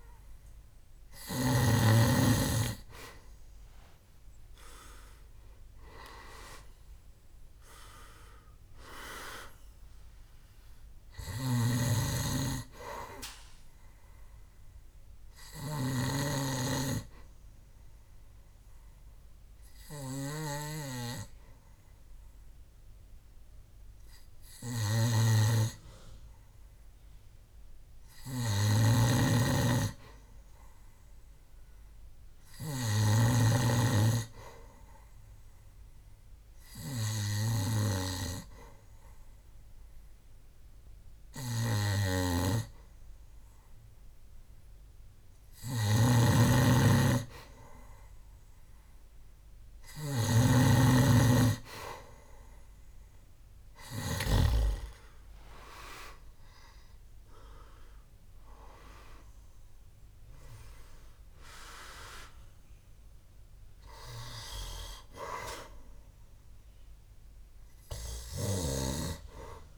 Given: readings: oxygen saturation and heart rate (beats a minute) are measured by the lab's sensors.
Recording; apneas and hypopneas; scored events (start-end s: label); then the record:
breathing in sleep by a room microphone; 1
0.00-2.00 s: snoring (device-marked)
0.00-29.00 s: oxygen desaturation (device-marked, oxygen 96% before, 91% lowest, heart rate 69 before, 66 extreme)
2.50-7.00 s: arousal
11.50-16.50 s: snoring (device-marked)
18.00-45.50 s: hypopnea (oxygen 96% before, 92% lowest, heart rate 71 before, 66 extreme, up 3 after)
29.00-33.50 s: snoring (device-marked)
46.00-54.50 s: snoring (device-marked)
54.50-60.00 s: arousal
56.00-69.00 s: oxygen desaturation (device-marked, oxygen 95% before, 92% lowest, heart rate 68 before, 63 extreme)
From the record:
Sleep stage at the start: N2 (light sleep); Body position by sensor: on the back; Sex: male